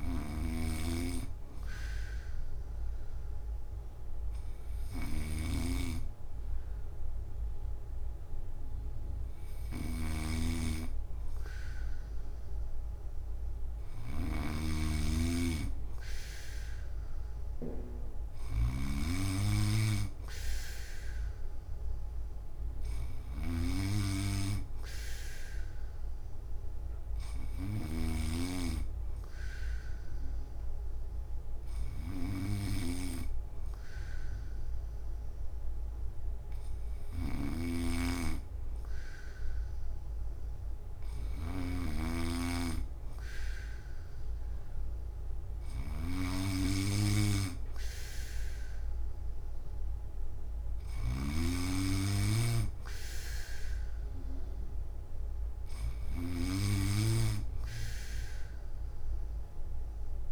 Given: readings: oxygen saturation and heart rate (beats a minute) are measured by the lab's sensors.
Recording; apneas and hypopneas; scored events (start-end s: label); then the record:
breathing in sleep by a room microphone; none
0.00-60.32 s: snoring (device-marked)
From the record:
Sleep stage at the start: N3 (deep sleep); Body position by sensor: on the back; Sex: male